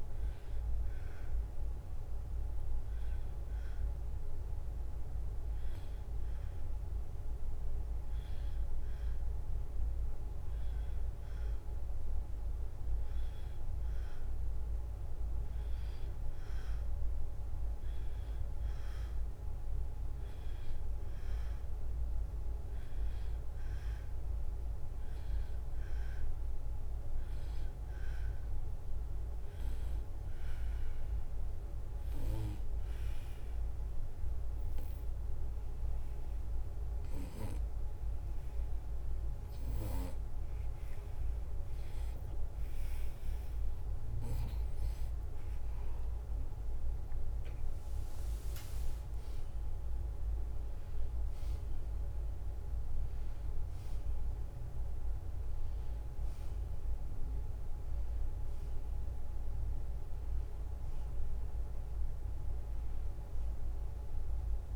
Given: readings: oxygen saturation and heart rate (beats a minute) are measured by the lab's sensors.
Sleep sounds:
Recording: breathing in sleep, hard to hear, by a room microphone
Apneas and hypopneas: 1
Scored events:
0.00-1.50 s: drop in pulse transit time (device-marked, heart rate 74 extreme)
0.00-10.50 s: oxygen desaturation (device-marked, oxygen 90% lowest, heart rate 74 extreme)
2.00-42.50 s: obstructive apnea (oxygen 94% before, 91% lowest, heart rate 76 before, 72 extreme, up 2 after)
46.50-49.50 s: arousal
From the record:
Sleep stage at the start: N2 (light sleep)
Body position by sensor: on the back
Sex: male

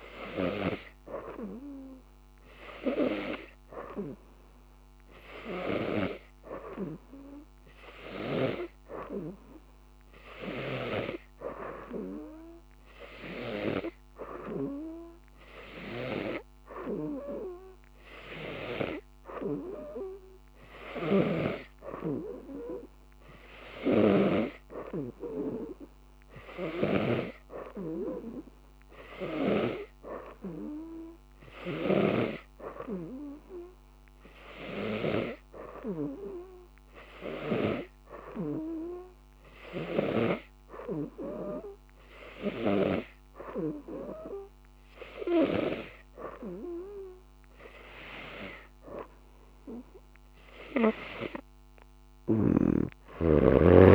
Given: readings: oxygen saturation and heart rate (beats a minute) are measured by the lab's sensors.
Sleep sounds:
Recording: breathing in sleep by a microphone on the trachea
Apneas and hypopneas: none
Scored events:
0.00-4.50 s: oxygen desaturation (device-marked, oxygen 89% lowest, heart rate 88 extreme)
21.00-24.50 s: snoring (device-marked)
From the record:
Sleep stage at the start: N2 (light sleep)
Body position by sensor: on the right side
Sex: female

